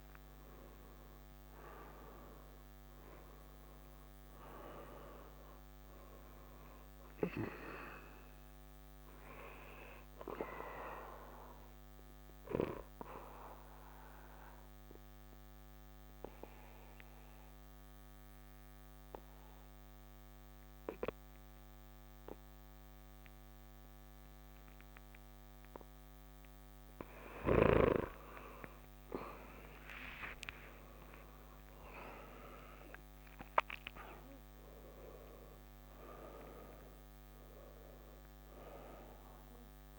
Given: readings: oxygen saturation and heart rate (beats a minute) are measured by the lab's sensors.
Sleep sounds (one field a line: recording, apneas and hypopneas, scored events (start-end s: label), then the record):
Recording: breathing in sleep by a microphone on the trachea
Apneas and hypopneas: 1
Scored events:
0.00-1.00 s: arousal
6.00-21.00 s: oxygen desaturation (device-marked, oxygen 95% before, 90% lowest, heart rate 68 before, 65 extreme)
11.00-26.50 s: obstructive apnea (oxygen 95% before, 85% lowest, heart rate 68 before, 65 extreme, up 13 after)
29.00-33.00 s: arousal
30.00-39.99 s: oxygen desaturation (device-marked, oxygen 96% before, 85% lowest, heart rate 67 before, 63 extreme)
From the record:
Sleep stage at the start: N2 (light sleep)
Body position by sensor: on the back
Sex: male